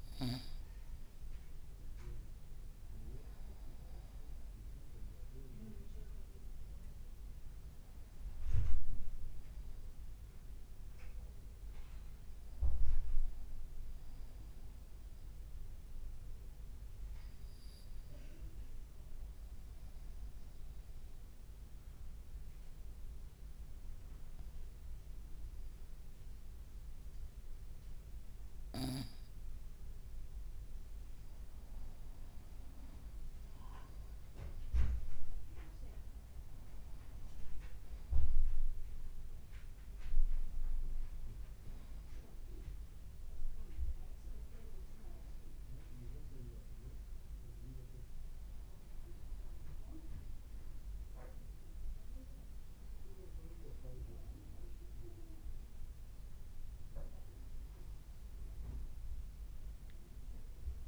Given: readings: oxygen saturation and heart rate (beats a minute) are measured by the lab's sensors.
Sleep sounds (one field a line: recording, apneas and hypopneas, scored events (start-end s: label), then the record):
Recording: breathing in sleep by a room microphone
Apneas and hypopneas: 1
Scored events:
0.00-2.00 s: arousal
15.00-30.50 s: obstructive apnea (oxygen 95% before, 90% lowest, heart rate 54 before, 52 extreme, up 2 after)
32.50-36.50 s: arousal
46.00-60.88 s: new sleep stage, REM sleep
58.00-60.88 s: oxygen desaturation (device-marked, oxygen 94% before, 90% lowest, heart rate 55 before, 53 extreme)
From the record:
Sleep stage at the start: N2 (light sleep)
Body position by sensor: on the back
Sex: male